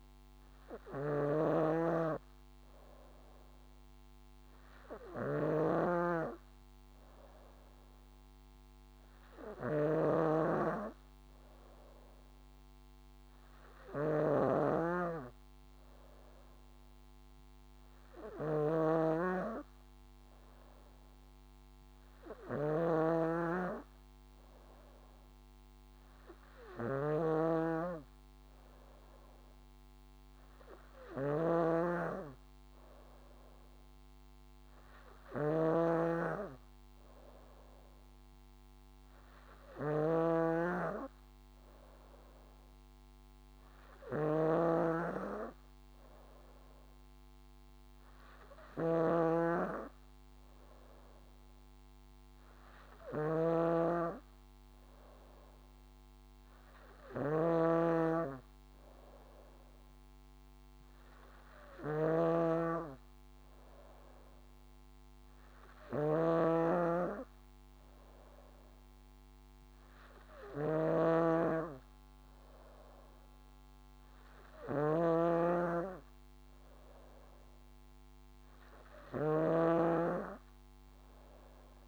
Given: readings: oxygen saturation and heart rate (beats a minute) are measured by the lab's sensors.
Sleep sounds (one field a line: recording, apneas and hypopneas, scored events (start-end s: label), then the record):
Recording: breathing in sleep by a microphone on the trachea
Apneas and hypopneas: none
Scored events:
0.00-81.88 s: snoring (device-marked)
From the record:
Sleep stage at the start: N3 (deep sleep)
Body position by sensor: on the back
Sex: female